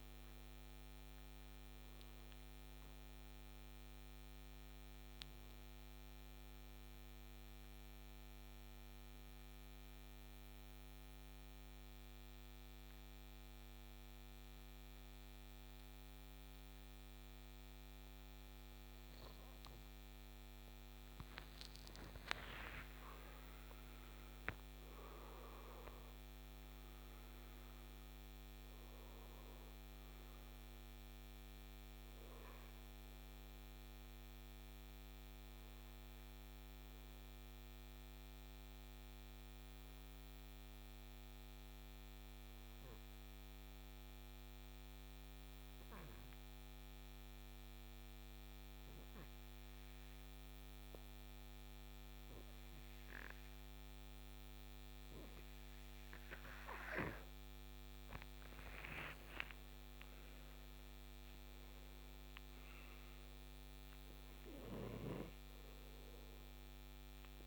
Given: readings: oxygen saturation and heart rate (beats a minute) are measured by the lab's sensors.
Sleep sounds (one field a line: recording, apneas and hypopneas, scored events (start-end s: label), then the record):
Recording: breathing in sleep by a microphone on the trachea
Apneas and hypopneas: 2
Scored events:
5.00-19.00 s: obstructive apnea (oxygen 95% before, 89% lowest, heart rate 69 before, 54 extreme, up 32 after)
21.00-26.50 s: arousal
29.50-42.50 s: oxygen desaturation (device-marked, oxygen 97% before, 90% lowest, heart rate 71 before, 54 extreme)
38.50-56.00 s: obstructive apnea (oxygen 97% before, 89% lowest, heart rate 71 before, 57 extreme, up 25 after)
57.00-61.50 s: arousal
57.50-67.47 s: oxygen desaturation (device-marked, oxygen 98% before, 89% lowest, heart rate 63 before, 55 extreme)
From the record:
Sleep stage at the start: N2 (light sleep)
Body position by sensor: on the right side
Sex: male